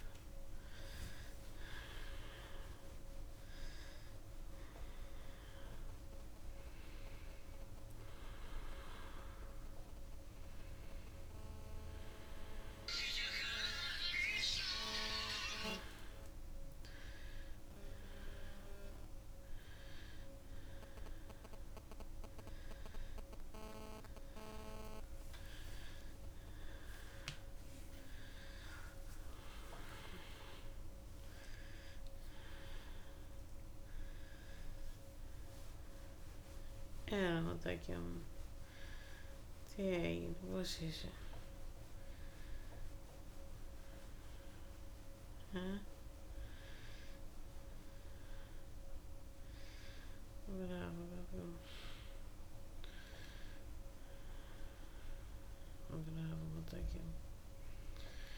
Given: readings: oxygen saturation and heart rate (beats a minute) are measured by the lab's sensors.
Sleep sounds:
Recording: a person awake in a sleep study, by a room microphone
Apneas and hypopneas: none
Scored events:
40.00-58.38 s: new sleep stage, N2 (light sleep)
50.50-56.00 s: snoring (device-marked)
From the record:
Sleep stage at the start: awake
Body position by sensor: on the back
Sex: female

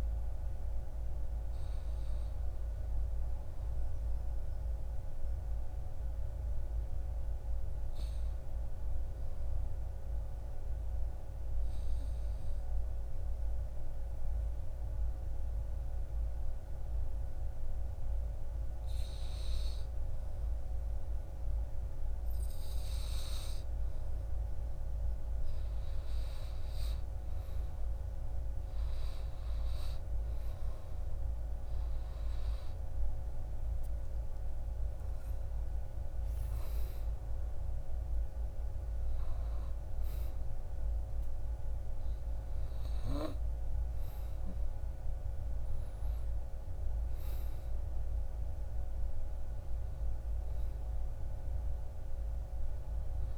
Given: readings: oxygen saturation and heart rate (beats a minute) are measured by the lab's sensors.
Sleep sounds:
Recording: breathing in sleep, hard to hear, by a room microphone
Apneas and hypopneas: 1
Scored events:
1.50-53.38 s: new sleep stage, N1 (lightest sleep)
3.50-25.50 s: hypopnea (oxygen 96% before, 88% lowest, heart rate 61 before, 60 extreme, up 7 after)
13.50-44.50 s: oxygen desaturation (device-marked, oxygen 96% before, 88% lowest, heart rate 60 before, 62 extreme)
27.50-31.00 s: arousal
From the record:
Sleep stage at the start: N2 (light sleep)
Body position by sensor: on the back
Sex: male

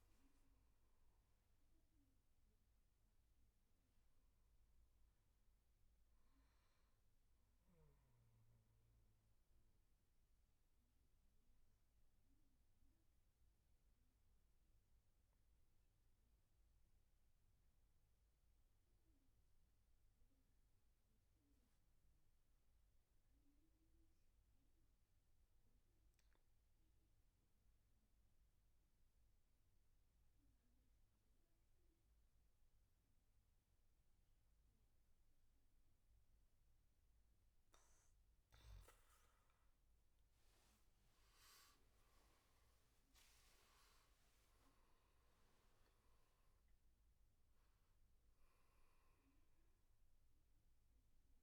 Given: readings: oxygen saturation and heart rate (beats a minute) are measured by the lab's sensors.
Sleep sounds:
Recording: breathing in sleep, hard to hear, by a room microphone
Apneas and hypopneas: 1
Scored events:
0.00-18.00 s: oxygen desaturation (device-marked, oxygen 93% lowest, heart rate 64 extreme)
9.50-37.50 s: obstructive apnea (oxygen 98% before, 89% lowest, heart rate 76 before, 66 extreme, up 16 after)
34.00-51.42 s: oxygen desaturation (device-marked, oxygen 98% before, 89% lowest, heart rate 74 before, 66 extreme)
39.00-42.50 s: arousal
From the record:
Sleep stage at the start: N2 (light sleep)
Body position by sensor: on the back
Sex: male

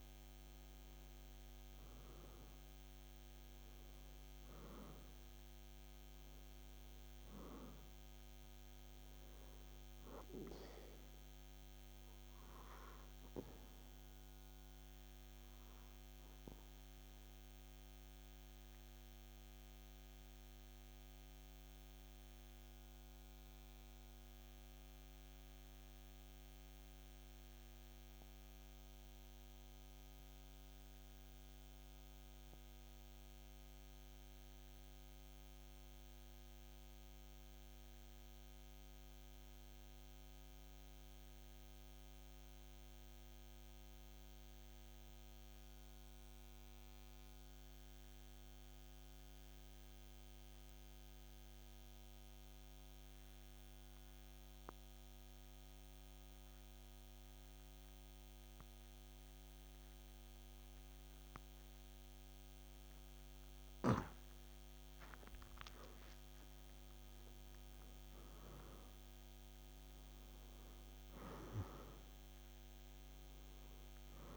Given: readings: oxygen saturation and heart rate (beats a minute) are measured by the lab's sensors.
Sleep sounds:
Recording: breathing in sleep by a microphone on the trachea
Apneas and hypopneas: 1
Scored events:
0.00-41.50 s: oxygen desaturation (device-marked, oxygen 87% lowest, heart rate 52 extreme)
12.50-65.00 s: mixed apnea (oxygen 96% before, 87% lowest, heart rate 57 before, 52 extreme, up 3 after)
61.50-74.37 s: oxygen desaturation (device-marked, oxygen 96% before, 87% lowest, heart rate 53 before, 51 extreme)
67.00-71.00 s: arousal
From the record:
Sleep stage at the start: N2 (light sleep)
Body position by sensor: on the back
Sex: male

